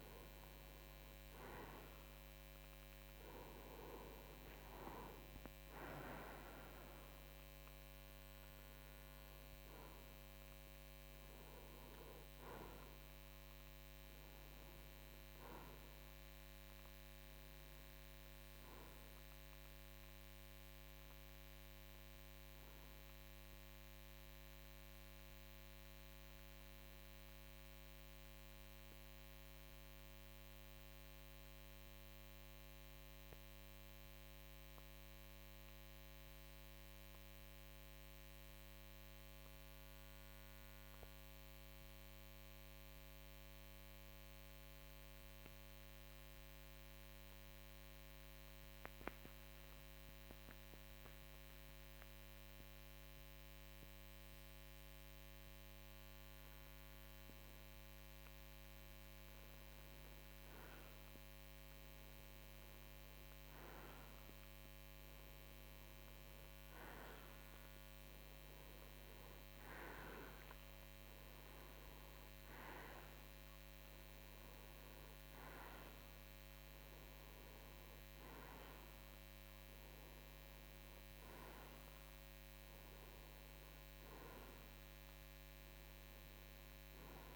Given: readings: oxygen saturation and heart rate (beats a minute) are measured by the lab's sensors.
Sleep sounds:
breathing in sleep, hard to hear, by a microphone on the trachea; 1
23.50-47.50 s: oxygen desaturation (device-marked, oxygen 94% before, 91% lowest, heart rate 58 before, 52 extreme)
24.00-28.00 s: arousal
32.00-53.00 s: mixed apnea (oxygen 94% before, 91% lowest, heart rate 57 before, 52 extreme, up 2 after)
55.50-59.50 s: arousal
From the record:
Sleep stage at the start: N2 (light sleep); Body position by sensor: on the right side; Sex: male

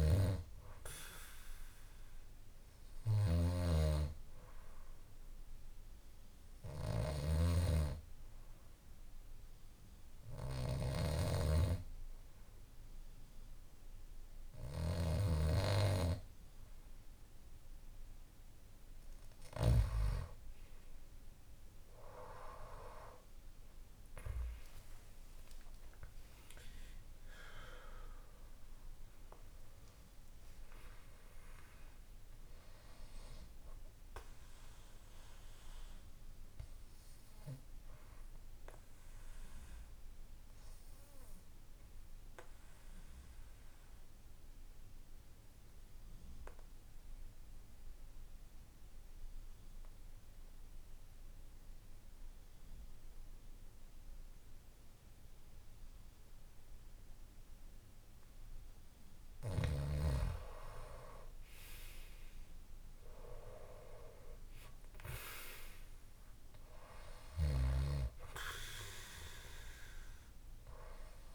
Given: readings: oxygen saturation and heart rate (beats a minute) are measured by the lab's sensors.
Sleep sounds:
breathing in sleep by a room microphone; 2
0.00-19.50 s: snoring (device-marked)
5.50-18.00 s: obstructive apnea (oxygen 96% before, 92% lowest, heart rate 57 before, 55 extreme, up 7 after)
22.00-26.50 s: arousal
27.00-29.00 s: long interval between heartbeats (device-marked, heart rate 57 before, 74 extreme)
36.50-59.00 s: obstructive apnea (oxygen 94% before, 91% lowest, heart rate 66 before, 55 extreme, up 6 after)
61.50-65.50 s: arousal
From the record:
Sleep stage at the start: N2 (light sleep); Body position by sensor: on the back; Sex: male

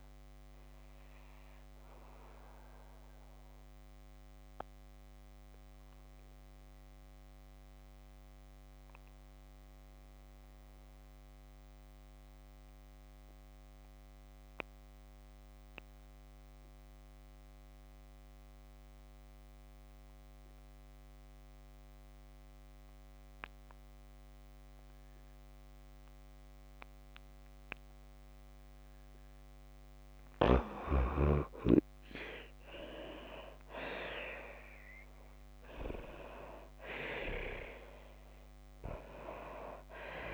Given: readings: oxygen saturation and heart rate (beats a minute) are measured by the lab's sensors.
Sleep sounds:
breathing in sleep by a microphone on the trachea; 1
1.50-29.50 s: obstructive apnea (oxygen 95% before, 88% lowest, heart rate 72 before, 53 extreme, up 12 after)
30.50-34.50 s: arousal
36.50-39.50 s: oxygen desaturation (device-marked, oxygen 95% before, 89% lowest, heart rate 58 before, 79 extreme)
From the record:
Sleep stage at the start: N2 (light sleep); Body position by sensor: on the back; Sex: female

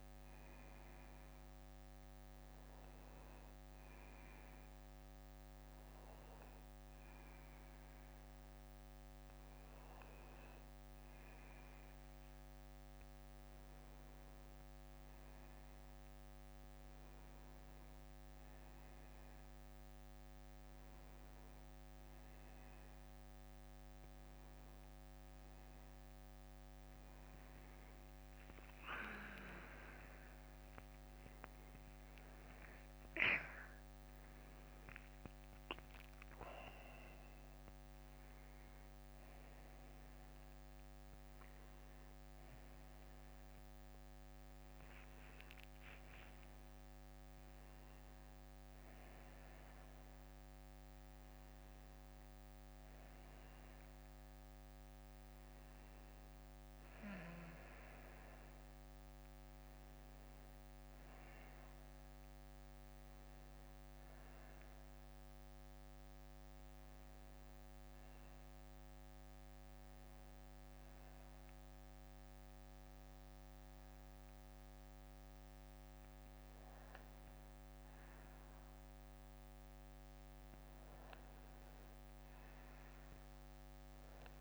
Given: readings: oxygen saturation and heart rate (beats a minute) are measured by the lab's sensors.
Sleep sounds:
breathing in sleep, hard to hear, by a microphone on the trachea; none
32.50-36.50 s: arousal
52.50-55.50 s: bradycardia (device-marked, heart rate 65 before, 63 extreme)
64.50-80.50 s: bradycardia (device-marked, heart rate 65 before, 56 extreme)
From the record:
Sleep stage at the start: N1 (lightest sleep); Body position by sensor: on the back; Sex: male

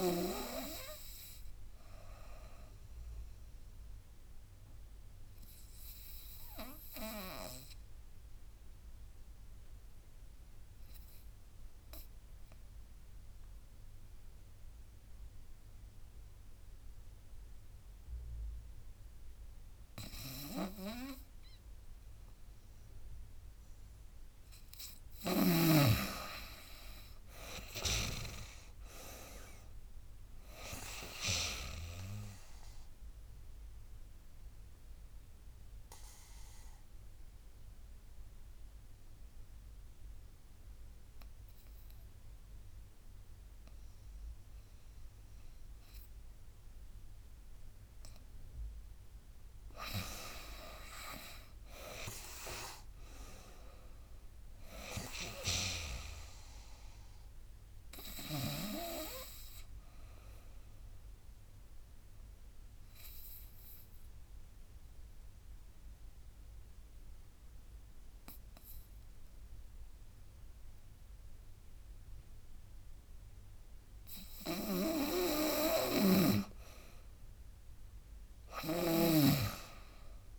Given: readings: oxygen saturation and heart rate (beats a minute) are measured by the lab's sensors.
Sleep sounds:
breathing in sleep by a room microphone; 3
0.00-10.50 s: oxygen desaturation (device-marked, oxygen 90% lowest, heart rate 70 extreme)
3.00-23.00 s: obstructive apnea (oxygen 98% before, 87% lowest, heart rate 83 before, 77 extreme, up 10 after)
19.50-48.50 s: oxygen desaturation (device-marked, oxygen 98% before, 87% lowest, heart rate 77 before, 73 extreme)
20.00-25.50 s: snoring (device-marked)
25.50-38.50 s: drop in pulse transit time (device-marked, heart rate 79 before, 80 extreme)
26.00-29.50 s: arousal
32.00-48.50 s: obstructive apnea (oxygen 98% before, 87% lowest, heart rate 81 before, 73 extreme, up 12 after)
50.50-54.00 s: arousal
50.50-72.50 s: oxygen desaturation (device-marked, oxygen 97% before, 90% lowest, heart rate 82 before, 73 extreme)
51.50-62.50 s: drop in pulse transit time (device-marked, heart rate 82 before, 78 extreme)
60.50-74.50 s: obstructive apnea (oxygen 97% before, 89% lowest, heart rate 83 before, 73 extreme, up 13 after)
74.50-80.39 s: snoring (device-marked)
76.50-80.39 s: arousal
77.50-80.39 s: drop in pulse transit time (device-marked, heart rate 78 before, 80 extreme)
From the record:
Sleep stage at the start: N2 (light sleep); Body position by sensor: on the back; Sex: female

